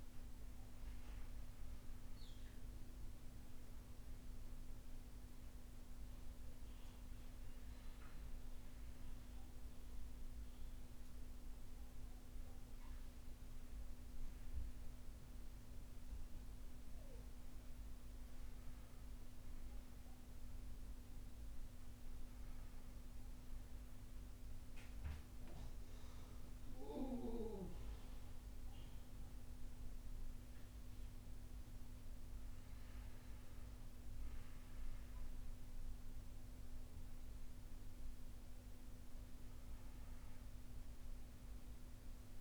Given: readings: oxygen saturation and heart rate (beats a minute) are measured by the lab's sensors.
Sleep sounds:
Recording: breathing in sleep, hard to hear, by a room microphone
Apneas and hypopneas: none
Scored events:
none scored
From the record:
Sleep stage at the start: N1 (lightest sleep)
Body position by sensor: on the right side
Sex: male

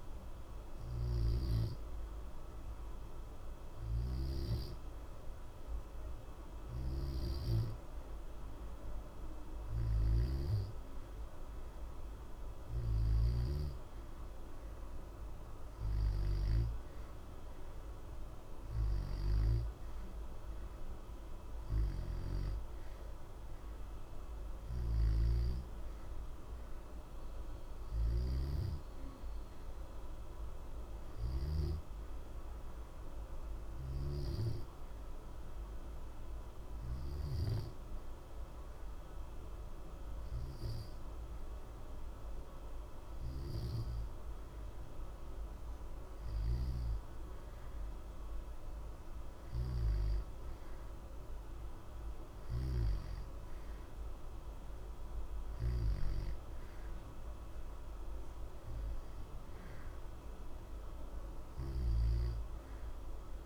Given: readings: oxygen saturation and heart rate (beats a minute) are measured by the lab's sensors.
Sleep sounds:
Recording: breathing in sleep, hard to hear, by a room microphone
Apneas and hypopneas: 1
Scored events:
32.00-45.50 s: hypopnea (oxygen 90% before, 88% lowest, heart rate 60 before, 60 extreme, up 0 after)
47.00-50.50 s: arousal
From the record:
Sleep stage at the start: N2 (light sleep)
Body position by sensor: on the back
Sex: male

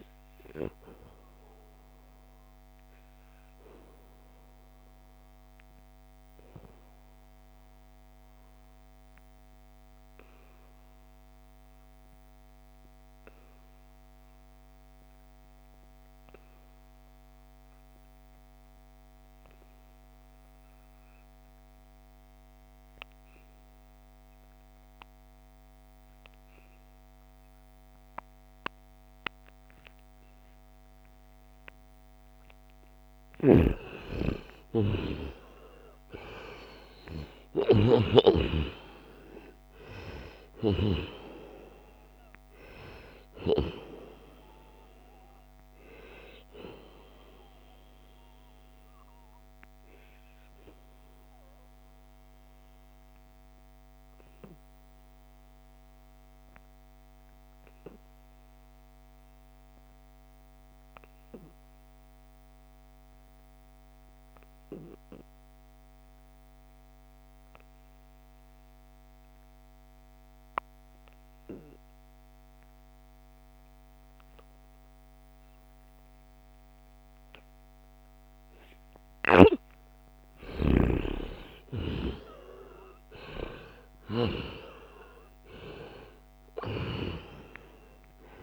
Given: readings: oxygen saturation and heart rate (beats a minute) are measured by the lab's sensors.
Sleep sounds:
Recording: breathing in sleep by a microphone on the trachea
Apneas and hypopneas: 2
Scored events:
0.00-8.50 s: oxygen desaturation (device-marked, oxygen 92% lowest, heart rate 66 extreme)
1.00-33.00 s: mixed apnea (oxygen 97% before, 88% lowest, heart rate 78 before, 66 extreme, up 13 after)
29.50-57.50 s: oxygen desaturation (device-marked, oxygen 96% before, 88% lowest, heart rate 70 before, 68 extreme)
33.00-37.50 s: snoring (device-marked)
34.50-40.50 s: arousal
48.50-78.00 s: obstructive apnea (oxygen 96% before, 88% lowest, heart rate 74 before, 70 extreme, up 5 after)
71.50-88.43 s: oxygen desaturation (device-marked, oxygen 97% before, 88% lowest, heart rate 73 before, 71 extreme)
From the record:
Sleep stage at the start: N2 (light sleep)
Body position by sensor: on the right side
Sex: male

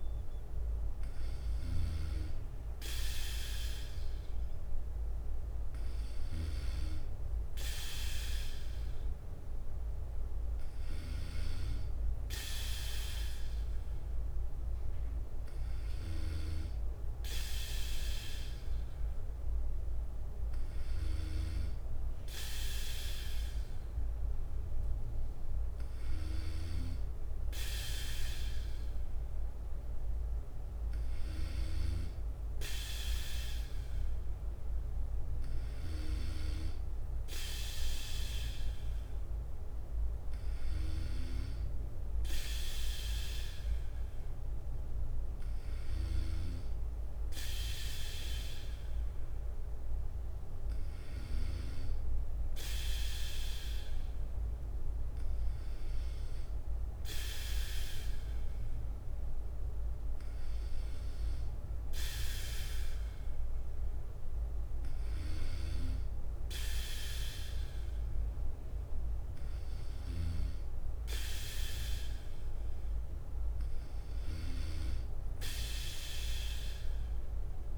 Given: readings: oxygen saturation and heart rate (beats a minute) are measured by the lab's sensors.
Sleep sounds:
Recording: breathing in sleep by a room microphone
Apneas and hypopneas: none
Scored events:
0.00-33.00 s: bradycardia (device-marked, heart rate 55 extreme)
36.00-58.00 s: bradycardia (device-marked, heart rate 58 before, 56 extreme)
65.00-67.00 s: bradycardia (device-marked, heart rate 58 before, 60 extreme)
From the record:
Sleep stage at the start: N2 (light sleep)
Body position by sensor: on the back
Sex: male

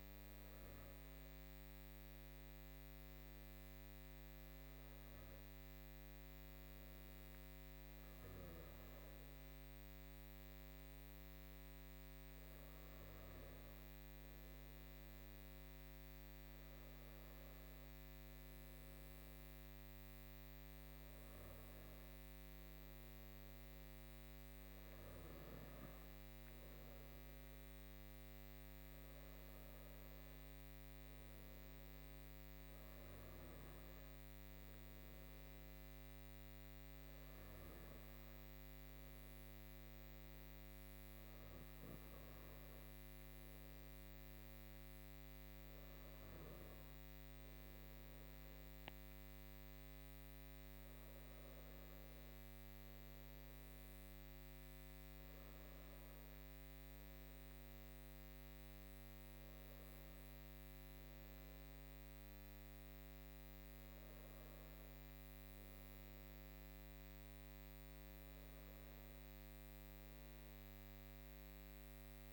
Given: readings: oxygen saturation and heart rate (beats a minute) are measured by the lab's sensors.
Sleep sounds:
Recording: breathing in sleep, hard to hear, by a microphone on the trachea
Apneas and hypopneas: none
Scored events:
none scored
From the record:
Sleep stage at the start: N2 (light sleep)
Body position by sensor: on the front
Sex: female

